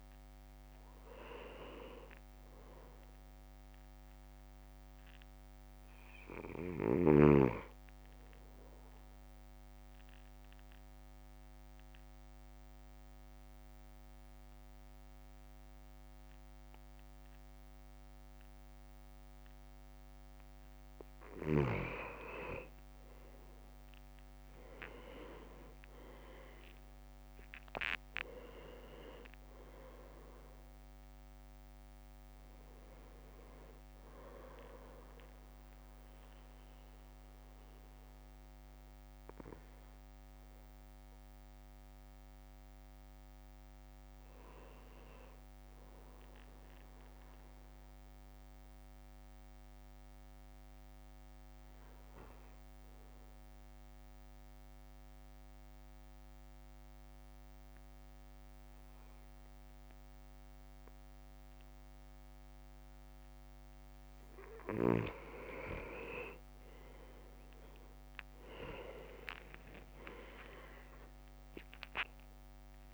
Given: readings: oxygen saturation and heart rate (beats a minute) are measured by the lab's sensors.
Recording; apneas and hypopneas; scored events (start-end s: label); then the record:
breathing in sleep by a microphone on the trachea; 2
1.50-3.50 s: leg movement (device-marked)
2.50-6.00 s: arousal
9.00-22.50 s: mixed apnea (oxygen 99% before, 96% lowest, heart rate 57 before, 51 extreme, up 12 after)
22.50-23.50 s: leg movement (device-marked)
23.50-26.00 s: leg movement (device-marked)
24.50-29.00 s: arousal
27.00-39.00 s: drop in pulse transit time (device-marked, heart rate 56 before, 52 extreme)
43.50-46.00 s: leg movement (device-marked)
46.50-63.50 s: mixed apnea (oxygen 99% before, 96% lowest, heart rate 56 before, 49 extreme, up 8 after)
66.00-70.50 s: arousal
66.50-68.50 s: leg movement (device-marked)
71.00-72.94 s: drop in pulse transit time (device-marked, heart rate 56 before, 49 extreme)
From the record:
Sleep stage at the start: N2 (light sleep); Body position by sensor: on the back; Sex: male